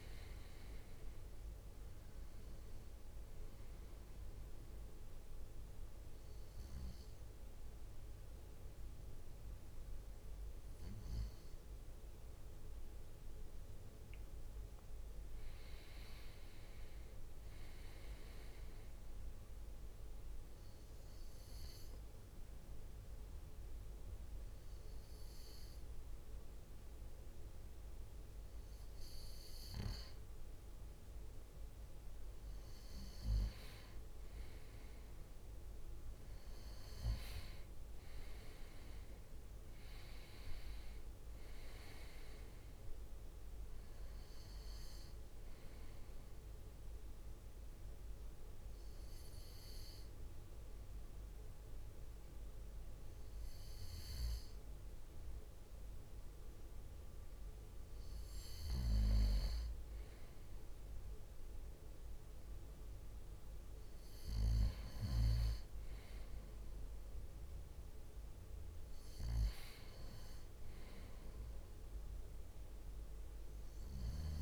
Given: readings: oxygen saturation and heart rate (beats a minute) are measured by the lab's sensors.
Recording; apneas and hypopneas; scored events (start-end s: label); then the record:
breathing in sleep, hard to hear, by a room microphone; 3
0.00-4.00 s: drop in pulse transit time (device-marked, heart rate 62 extreme)
3.50-13.50 s: obstructive apnea (oxygen 97% before, 94% lowest, heart rate 63 before, 56 extreme, up 11 after)
15.00-17.50 s: arousal
20.50-30.50 s: obstructive apnea (oxygen 97% before, 94% lowest, heart rate 62 before, 56 extreme, up 8 after)
33.00-36.50 s: arousal
37.00-57.00 s: oxygen desaturation (device-marked, oxygen 97% before, 94% lowest, heart rate 63 before, 56 extreme)
46.50-58.00 s: obstructive apnea (oxygen 97% before, 94% lowest, heart rate 64 before, 56 extreme, up 6 after)
60.50-64.00 s: arousal
From the record:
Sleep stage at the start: N2 (light sleep); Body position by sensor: on the right side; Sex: male